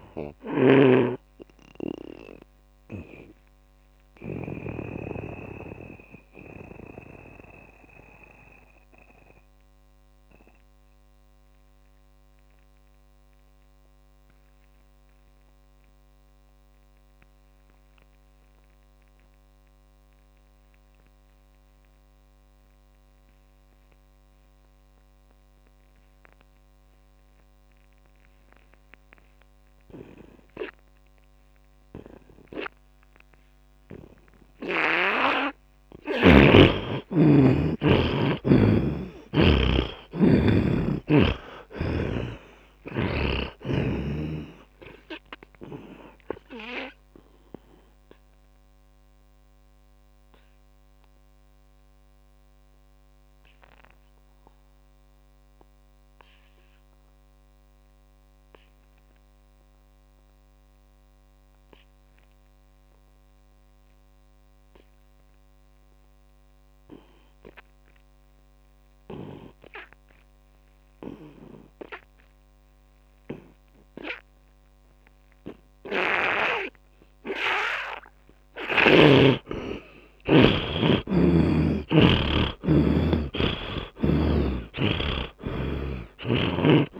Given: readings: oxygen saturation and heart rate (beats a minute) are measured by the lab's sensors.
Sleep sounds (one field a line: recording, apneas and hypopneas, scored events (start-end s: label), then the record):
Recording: breathing in sleep by a microphone on the trachea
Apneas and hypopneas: 2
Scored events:
0.00-5.00 s: snoring (device-marked)
0.00-21.00 s: oxygen desaturation (device-marked, oxygen 79% lowest)
3.50-35.50 s: mixed apnea (oxygen 100% before, 78% lowest)
30.00-68.00 s: oxygen desaturation (device-marked, oxygen 100% before, 78% lowest)
37.00-40.50 s: arousal
46.00-78.00 s: obstructive apnea (oxygen 100% before, 77% lowest)
73.00-87.00 s: oxygen desaturation (device-marked, oxygen 100% before, 90% lowest)
82.00-86.50 s: arousal
From the record:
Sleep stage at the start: N2 (light sleep)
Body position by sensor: on the back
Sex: male